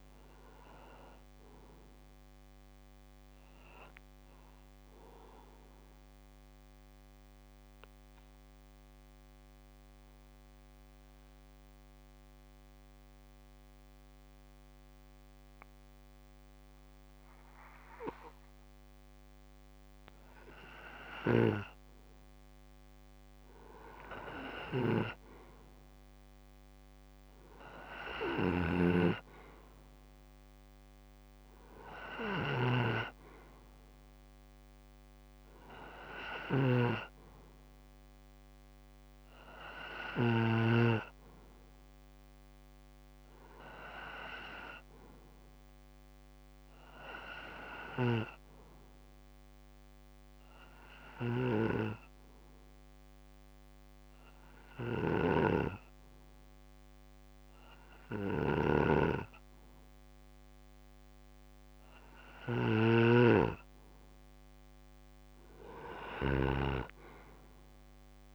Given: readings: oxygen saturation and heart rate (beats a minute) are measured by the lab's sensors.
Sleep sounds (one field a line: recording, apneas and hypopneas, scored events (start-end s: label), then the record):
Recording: breathing in sleep by a microphone on the trachea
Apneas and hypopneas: 2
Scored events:
6.00-21.00 s: obstructive apnea (oxygen 97% before, 89% lowest, heart rate 66 before, 64 extreme, up 1 after)
18.00-47.00 s: oxygen desaturation (device-marked, oxygen 97% before, 89% lowest, heart rate 66 before, 63 extreme)
22.50-25.50 s: arousal
28.00-40.00 s: snoring (device-marked)
51.50-63.50 s: obstructive apnea (oxygen 95% before, 90% lowest, heart rate 65 before, 63 extreme, up 2 after)
54.50-68.35 s: snoring (device-marked)
From the record:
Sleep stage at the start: N2 (light sleep)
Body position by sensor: on the back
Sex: male